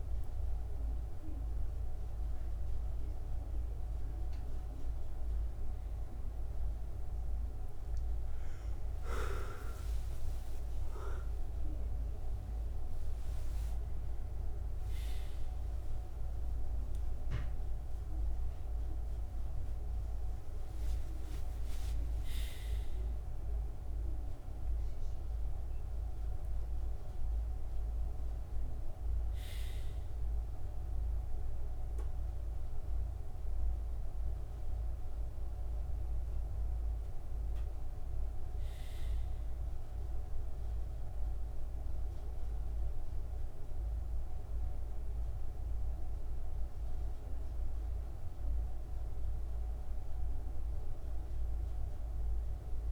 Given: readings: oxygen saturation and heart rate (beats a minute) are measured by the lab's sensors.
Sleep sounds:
a person awake in a sleep study, hard to hear, by a room microphone; none
none scored
From the record:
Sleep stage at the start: awake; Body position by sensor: on the back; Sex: male

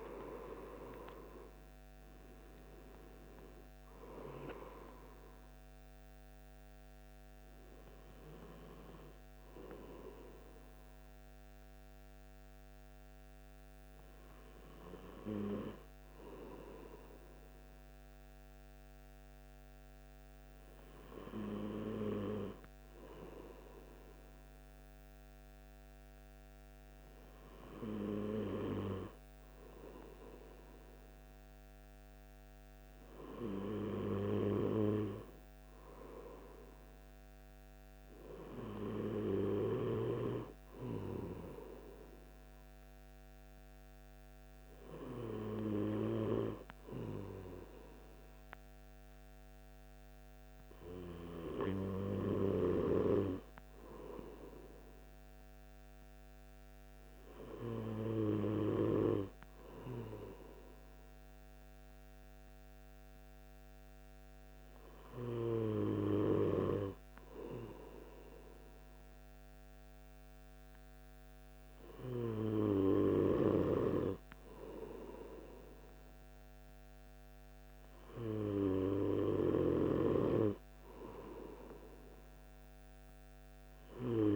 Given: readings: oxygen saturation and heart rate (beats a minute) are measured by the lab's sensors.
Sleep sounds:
breathing in sleep by a microphone on the trachea; none
none scored
From the record:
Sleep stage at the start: N2 (light sleep); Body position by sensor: on the right side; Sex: male

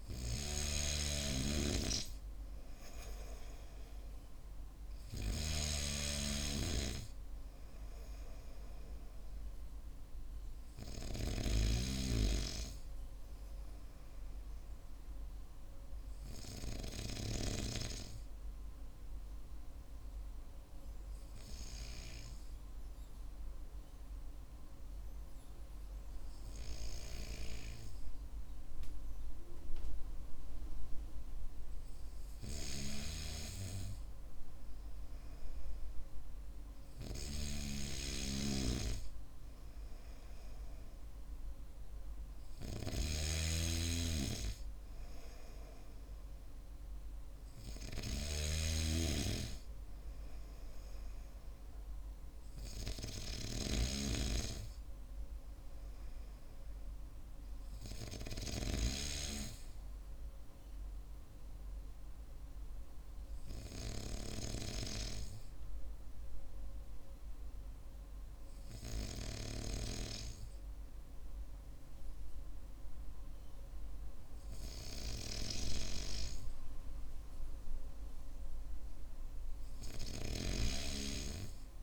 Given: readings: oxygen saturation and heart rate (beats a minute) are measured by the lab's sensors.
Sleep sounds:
breathing in sleep by a room microphone; 1
1.00-12.00 s: snoring (device-marked)
20.00-31.00 s: hypopnea (oxygen 96% before, 94% lowest, heart rate 55 before, 52 extreme, up 6 after)
32.50-36.50 s: arousal
43.00-48.50 s: snoring (device-marked)
From the record:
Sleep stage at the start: N2 (light sleep); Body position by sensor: on the back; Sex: male

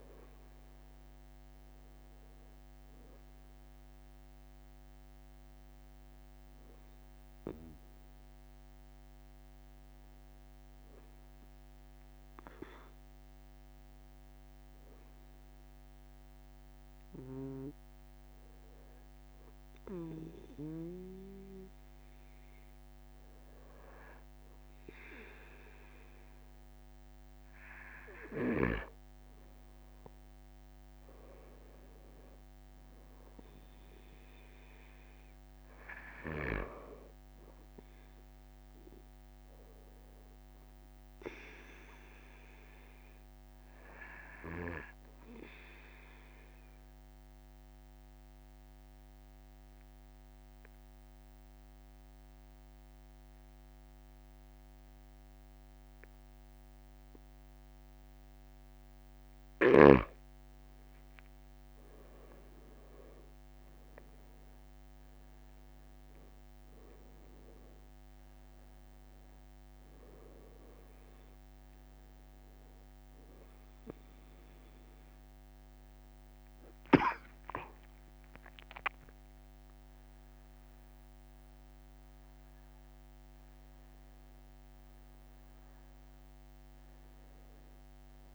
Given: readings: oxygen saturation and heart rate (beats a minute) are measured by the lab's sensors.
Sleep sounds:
breathing in sleep by a microphone on the trachea; 1
30.00-32.00 s: long interval between heartbeats (device-marked)
36.50-38.50 s: long interval between heartbeats (device-marked)
39.00-43.50 s: arousal
46.00-60.00 s: obstructive apnea (oxygen 95% before, 92% lowest)
48.00-50.00 s: long interval between heartbeats (device-marked)
51.50-53.50 s: long interval between heartbeats (device-marked)
60.50-62.50 s: long interval between heartbeats (device-marked)
64.00-66.00 s: long interval between heartbeats (device-marked)
69.00-88.34 s: new sleep stage, awake
78.50-80.50 s: long interval between heartbeats (device-marked)
82.00-88.34 s: oxygen desaturation (device-marked, oxygen 95% before, 92% lowest)
From the record:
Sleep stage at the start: N2 (light sleep); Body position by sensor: on the right side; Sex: male

